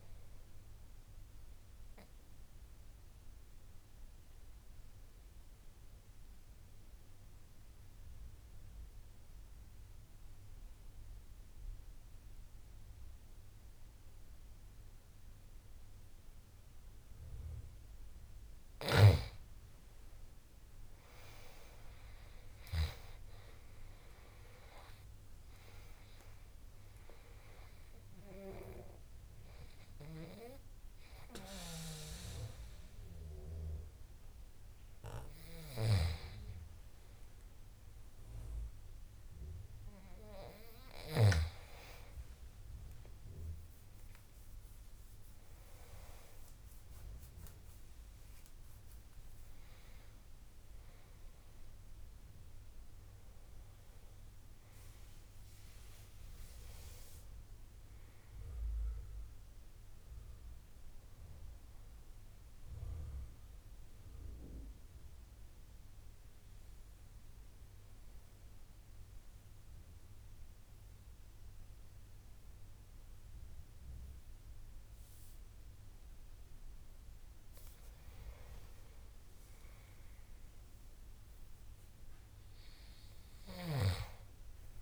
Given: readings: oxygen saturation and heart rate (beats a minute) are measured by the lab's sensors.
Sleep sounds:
breathing in sleep by a room microphone; 2
0.00-13.00 s: oxygen desaturation (device-marked, oxygen 90% lowest, heart rate 67 extreme)
1.50-17.50 s: obstructive apnea (oxygen 98% before, 88% lowest, heart rate 73 before, 67 extreme, up 11 after)
20.00-24.50 s: arousal
25.00-46.00 s: oxygen desaturation (device-marked, oxygen 98% before, 88% lowest, heart rate 76 before, 67 extreme)
50.00-54.50 s: arousal
64.50-77.00 s: mixed apnea (oxygen 97% before, 88% lowest, heart rate 84 before, 72 extreme, up 8 after)
79.00-83.50 s: arousal
82.00-84.82 s: oxygen desaturation (device-marked, oxygen 99% before, 93% lowest, heart rate 77 before, 69 extreme)
From the record:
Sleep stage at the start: N2 (light sleep); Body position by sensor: on the right side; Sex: male

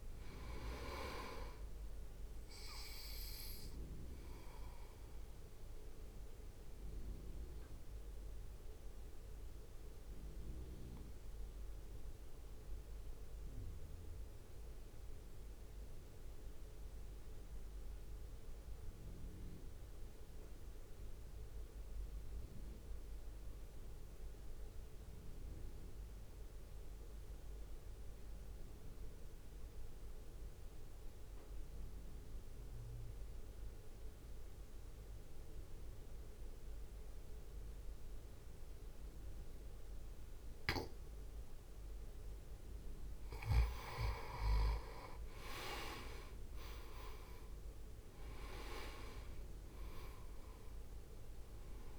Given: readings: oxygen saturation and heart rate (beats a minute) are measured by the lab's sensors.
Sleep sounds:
breathing in sleep by a room microphone; 1
0.00-10.50 s: drop in pulse transit time (device-marked, heart rate 53 extreme)
0.00-27.50 s: oxygen desaturation (device-marked, oxygen 87% lowest, heart rate 52 extreme)
3.50-41.50 s: mixed apnea (oxygen 98% before, 86% lowest, heart rate 58 before, 52 extreme, up 4 after)
34.50-51.99 s: oxygen desaturation (device-marked, oxygen 98% before, 86% lowest, heart rate 62 before, 52 extreme)
46.50-50.00 s: arousal
47.50-51.99 s: drop in pulse transit time (device-marked, heart rate 60 before, 52 extreme)
From the record:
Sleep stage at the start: N2 (light sleep); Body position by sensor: on the right side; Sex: male

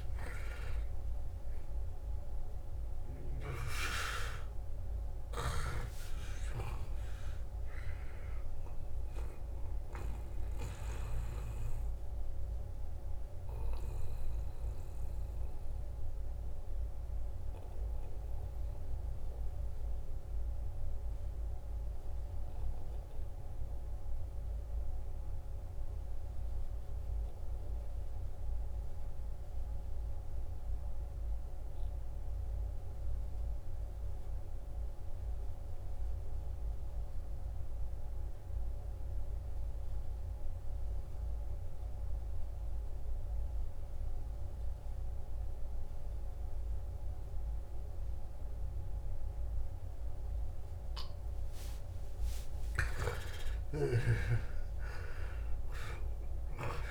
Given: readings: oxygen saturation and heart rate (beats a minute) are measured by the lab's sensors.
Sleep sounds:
breathing in sleep by a room microphone; 1
0.00-21.00 s: oxygen desaturation (device-marked, oxygen 87% lowest, heart rate 53 extreme)
14.50-52.00 s: obstructive apnea (oxygen 95% before, 87% lowest, heart rate 64 before, 53 extreme, up 13 after)
38.00-56.91 s: oxygen desaturation (device-marked, oxygen 98% before, 87% lowest, heart rate 55 before, 55 extreme)
52.50-56.50 s: arousal
From the record:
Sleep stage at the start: N2 (light sleep); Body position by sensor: on the back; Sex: male

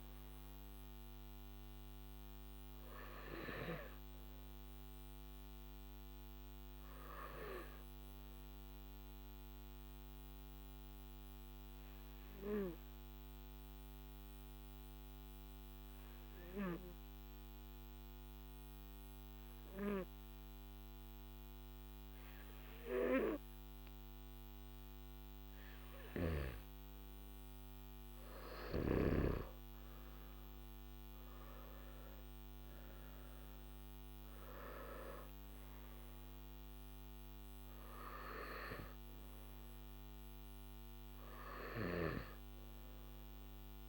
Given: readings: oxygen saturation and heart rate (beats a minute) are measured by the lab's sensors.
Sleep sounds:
breathing in sleep by a microphone on the trachea; 1
0.00-21.00 s: oxygen desaturation (device-marked, oxygen 92% lowest, heart rate 51 extreme)
8.50-25.00 s: hypopnea (oxygen 98% before, 92% lowest, heart rate 56 before, 49 extreme, up 9 after)
32.00-43.89 s: oxygen desaturation (device-marked, oxygen 98% before, 93% lowest, heart rate 55 before, 49 extreme)
From the record:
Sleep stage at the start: N3 (deep sleep); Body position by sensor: on the back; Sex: male

